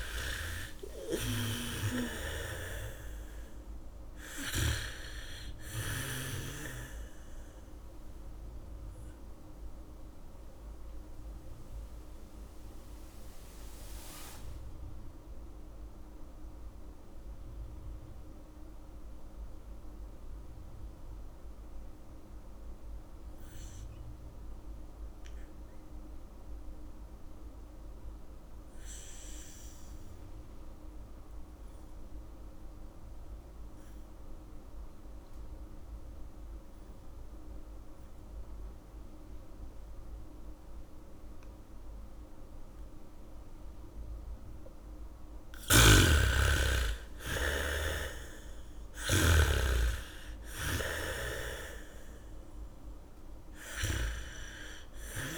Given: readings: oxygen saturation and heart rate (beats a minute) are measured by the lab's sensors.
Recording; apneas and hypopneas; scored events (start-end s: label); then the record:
breathing in sleep by a room microphone; 1
0.00-1.50 s: bradycardia (device-marked, heart rate 45 extreme)
0.00-4.50 s: arousal
0.00-6.50 s: snoring (device-marked)
0.00-23.50 s: oxygen desaturation (device-marked, oxygen 75% lowest, heart rate 45 extreme)
10.00-45.50 s: mixed apnea (oxygen 98% before, 73% lowest, heart rate 59 before, 47 extreme, up 4 after)
34.50-49.50 s: bradycardia (device-marked, heart rate 71 before, 47 extreme)
39.50-55.38 s: oxygen desaturation (device-marked, oxygen 98% before, 73% lowest, heart rate 71 before, 47 extreme)
46.00-55.38 s: snoring (device-marked)
47.50-51.50 s: arousal
From the record:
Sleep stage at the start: N2 (light sleep); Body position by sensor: on the back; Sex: female